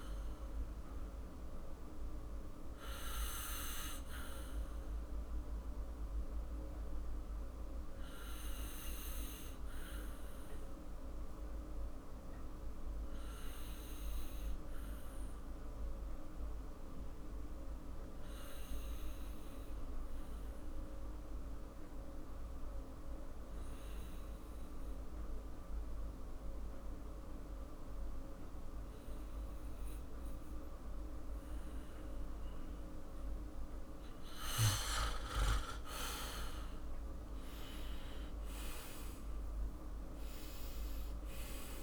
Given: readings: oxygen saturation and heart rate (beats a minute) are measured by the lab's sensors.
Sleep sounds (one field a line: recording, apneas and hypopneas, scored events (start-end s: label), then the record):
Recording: breathing in sleep by a room microphone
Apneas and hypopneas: 1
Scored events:
2.00-32.00 s: obstructive apnea (oxygen 97% before, 94% lowest, heart rate 53 before, 49 extreme, up 10 after)
36.00-40.00 s: arousal
From the record:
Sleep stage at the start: N2 (light sleep)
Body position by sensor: on the back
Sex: male